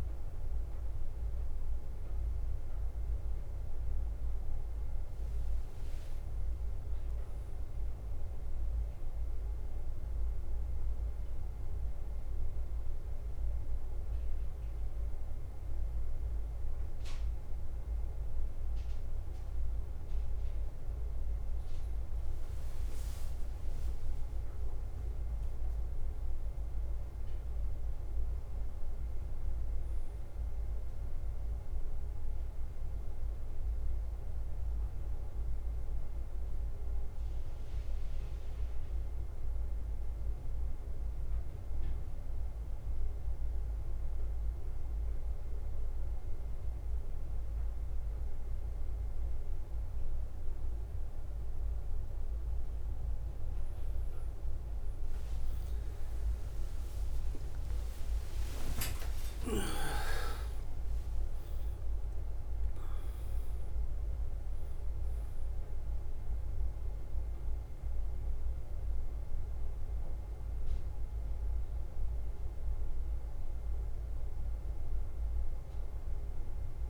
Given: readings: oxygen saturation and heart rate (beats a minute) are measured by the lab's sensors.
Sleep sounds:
breathing in sleep, hard to hear, by a room microphone; 2
0.00-3.00 s: arousal
0.00-55.00 s: bradycardia (device-marked, heart rate 46 extreme)
11.00-23.50 s: mixed apnea (oxygen 99% before, 94% lowest, heart rate 54 before, 50 extreme, up 3 after)
25.50-29.50 s: arousal
37.00-53.00 s: obstructive apnea (oxygen 99% before, 93% lowest, heart rate 51 before, 49 extreme, up 20 after)
55.50-59.00 s: arousal
58.00-60.00 s: long interval between heartbeats (device-marked, heart rate 51 before, 69 extreme)
63.00-71.00 s: oxygen desaturation (device-marked, oxygen 98% before, 94% lowest, heart rate 56 before, 49 extreme)
65.50-67.50 s: long interval between heartbeats (device-marked, heart rate 58 before, 71 extreme)
68.00-76.89 s: bradycardia (device-marked, heart rate 54 before, 49 extreme)
From the record:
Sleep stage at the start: N1 (lightest sleep); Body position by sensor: on the back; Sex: male

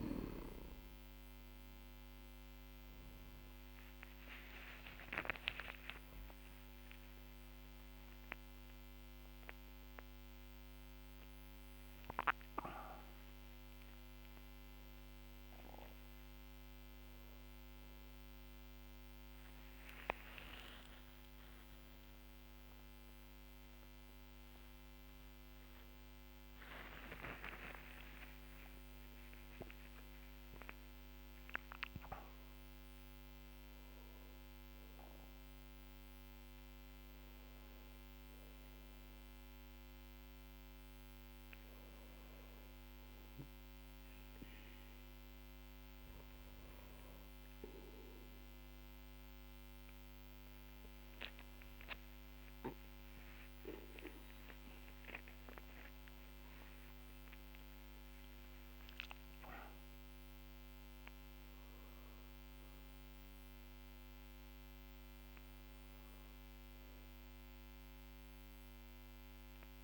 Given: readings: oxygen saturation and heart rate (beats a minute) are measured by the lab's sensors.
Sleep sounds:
a person awake in a sleep study, by a microphone on the trachea; none
3.50-10.50 s: tachycardia (device-marked, heart rate 67 before, 138 extreme)
5.50-24.50 s: oxygen desaturation (device-marked, oxygen 95% before, 92% lowest, heart rate 66 before, 42 extreme)
17.50-28.50 s: tachycardia (device-marked, heart rate 69 before, 172 extreme)
58.50-69.84 s: new sleep stage, N1 (lightest sleep)
From the record:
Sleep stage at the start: awake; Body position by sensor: on the back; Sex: male

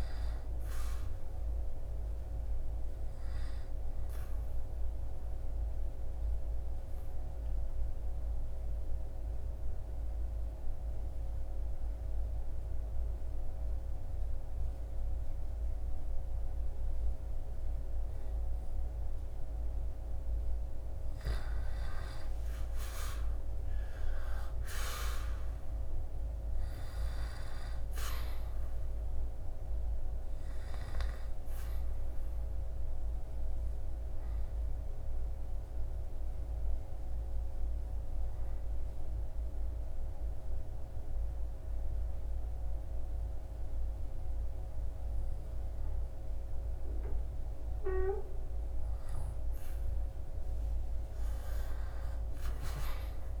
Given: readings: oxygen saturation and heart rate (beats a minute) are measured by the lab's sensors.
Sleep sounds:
breathing in sleep, hard to hear, by a room microphone; 2
1.00-23.00 s: oxygen desaturation (device-marked, oxygen 98% before, 95% lowest, heart rate 69 before, 61 extreme)
4.50-19.50 s: obstructive apnea (oxygen 98% before, 95% lowest, heart rate 70 before, 61 extreme, up 15 after)
22.50-25.50 s: arousal
31.50-47.50 s: obstructive apnea (oxygen 99% before, 94% lowest, heart rate 70 before, 61 extreme, up 16 after)
50.50-53.40 s: arousal
From the record:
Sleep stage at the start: N2 (light sleep); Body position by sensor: on the back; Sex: male

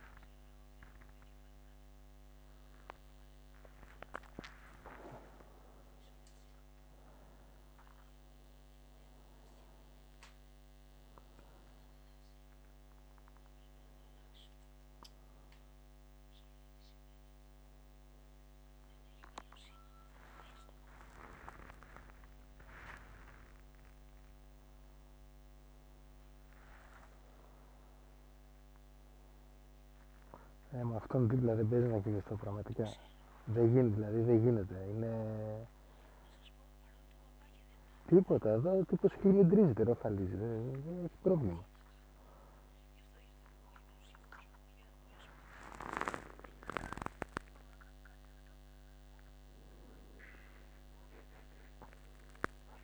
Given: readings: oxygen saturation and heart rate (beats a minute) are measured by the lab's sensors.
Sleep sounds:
a person awake in a sleep study, by a microphone on the trachea; none
33.00-38.00 s: snoring (device-marked)
From the record:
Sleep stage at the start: awake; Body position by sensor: on the back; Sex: male

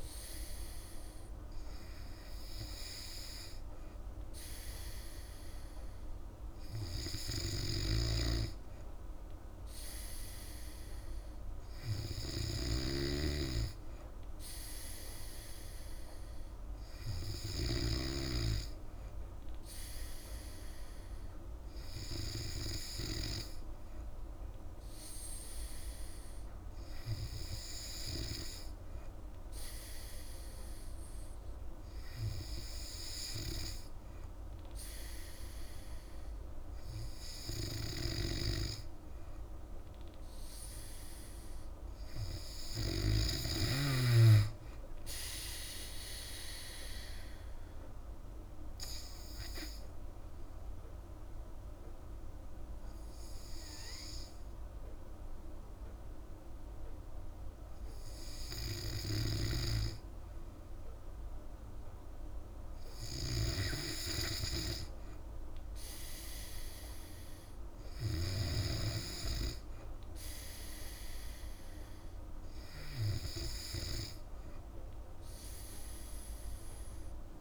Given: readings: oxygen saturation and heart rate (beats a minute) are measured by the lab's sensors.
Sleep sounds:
breathing in sleep by a room microphone; 1
7.50-13.00 s: snoring (device-marked)
47.50-58.00 s: hypopnea (oxygen 96% before, 94% lowest, heart rate 60 before, 58 extreme, up 2 after)
61.00-66.00 s: arousal
72.50-77.41 s: oxygen desaturation (device-marked, oxygen 97% before, 94% lowest, heart rate 59 before, 58 extreme)
From the record:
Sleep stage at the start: N3 (deep sleep); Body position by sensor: on the back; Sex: female

